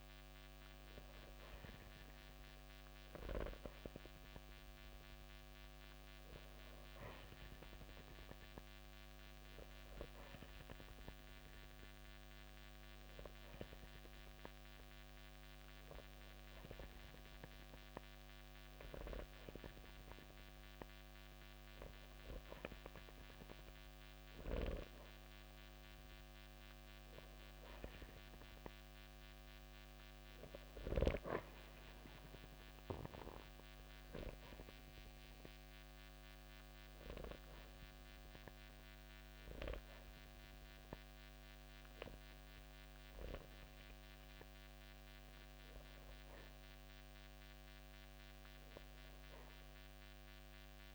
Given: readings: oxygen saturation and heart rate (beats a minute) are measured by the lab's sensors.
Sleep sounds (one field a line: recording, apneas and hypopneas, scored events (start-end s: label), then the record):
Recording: breathing in sleep by a microphone on the trachea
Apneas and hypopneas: 1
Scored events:
12.00-22.00 s: hypopnea (oxygen 94% before, 91% lowest, heart rate 71 before, 55 extreme, up 46 after)
23.50-26.50 s: arousal
From the record:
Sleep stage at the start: N2 (light sleep)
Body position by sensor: on the back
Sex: male